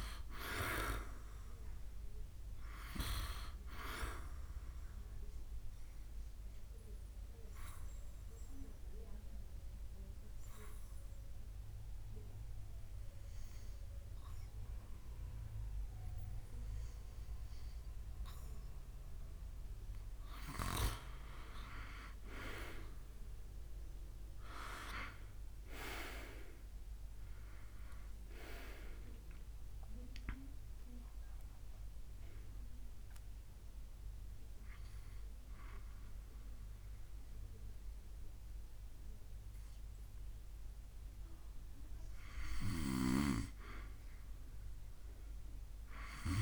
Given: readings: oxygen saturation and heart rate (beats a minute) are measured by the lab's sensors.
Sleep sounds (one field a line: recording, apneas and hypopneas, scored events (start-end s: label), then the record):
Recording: breathing in sleep by a room microphone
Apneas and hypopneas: 2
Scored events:
4.50-19.50 s: obstructive apnea (oxygen 95% before, 90% lowest, heart rate 74 before, 70 extreme, up 5 after)
23.00-26.00 s: arousal
31.50-42.00 s: obstructive apnea (oxygen 95% before, 90% lowest, heart rate 76 before, 69 extreme, up 4 after)
45.00-46.42 s: arousal
From the record:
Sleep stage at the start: N2 (light sleep)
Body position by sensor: on the back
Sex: male